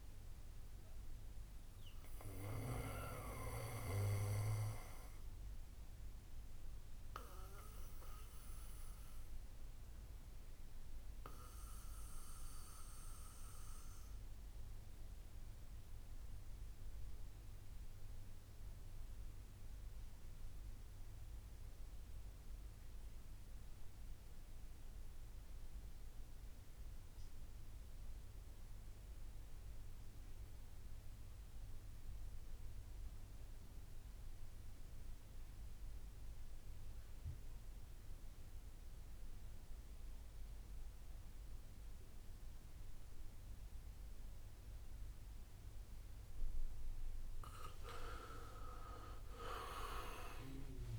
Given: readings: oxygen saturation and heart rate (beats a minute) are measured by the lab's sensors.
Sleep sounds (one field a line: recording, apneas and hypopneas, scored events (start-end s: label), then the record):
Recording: breathing in sleep by a room microphone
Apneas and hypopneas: 1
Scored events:
0.00-8.00 s: bradycardia (device-marked, heart rate 70 before, 53 extreme)
0.00-10.00 s: oxygen desaturation (device-marked, oxygen 87% lowest, heart rate 53 extreme)
6.50-46.50 s: obstructive apnea (oxygen 97% before, 83% lowest, heart rate 68 before, 57 extreme, up 22 after)
24.00-26.00 s: bradycardia (device-marked, heart rate 70 before, 61 extreme)
27.00-50.99 s: oxygen desaturation (device-marked, oxygen 99% before, 83% lowest, heart rate 61 before, 56 extreme)
48.50-50.99 s: arousal
49.00-50.99 s: drop in pulse transit time (device-marked, heart rate 61 before, 73 extreme)
49.50-50.99 s: long interval between heartbeats (device-marked, heart rate 61 before, 74 extreme)
From the record:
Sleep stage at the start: N2 (light sleep)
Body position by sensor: on the back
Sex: male